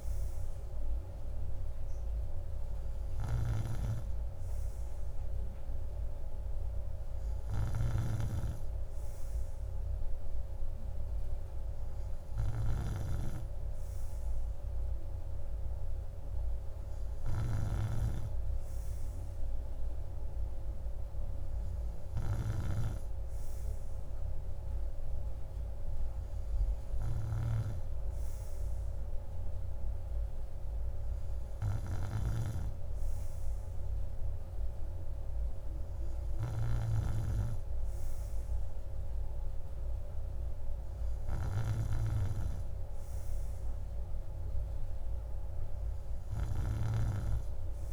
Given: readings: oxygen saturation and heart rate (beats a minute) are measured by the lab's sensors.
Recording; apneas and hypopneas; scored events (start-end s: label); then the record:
breathing in sleep by a room microphone; none
none scored
From the record:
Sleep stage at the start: N3 (deep sleep); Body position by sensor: on the right side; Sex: male